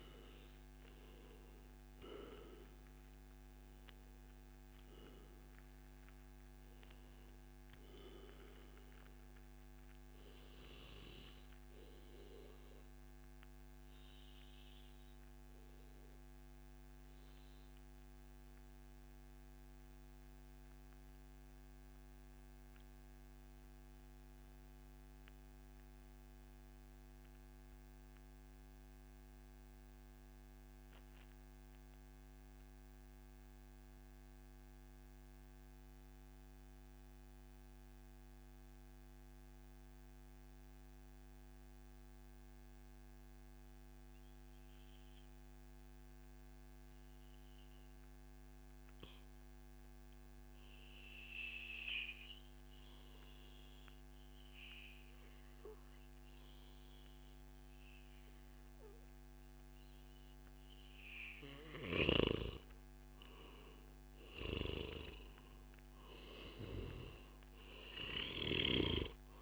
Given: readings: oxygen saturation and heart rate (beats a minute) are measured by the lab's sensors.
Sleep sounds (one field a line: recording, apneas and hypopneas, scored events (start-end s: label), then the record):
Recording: breathing in sleep by a microphone on the trachea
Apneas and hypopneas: 1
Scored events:
0.00-13.00 s: oxygen desaturation (device-marked, oxygen 90% lowest, heart rate 108 extreme)
11.00-60.50 s: mixed apnea (oxygen 97% before, 90% lowest, heart rate 136 before, 108 extreme, up 1 after)
24.00-26.00 s: long interval between heartbeats (device-marked, heart rate 143 before, 135 extreme)
27.50-29.50 s: long interval between heartbeats (device-marked, heart rate 142 before, 117 extreme)
30.00-32.00 s: long interval between heartbeats (device-marked, heart rate 139 before, 108 extreme)
34.00-39.00 s: oxygen desaturation (device-marked, oxygen 99% before, 96% lowest, heart rate 132 before, 118 extreme)
56.00-69.42 s: oxygen desaturation (device-marked, oxygen 99% before, 90% lowest, heart rate 132 before, 98 extreme)
63.00-68.00 s: arousal
From the record:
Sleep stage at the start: REM sleep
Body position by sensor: on the back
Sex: male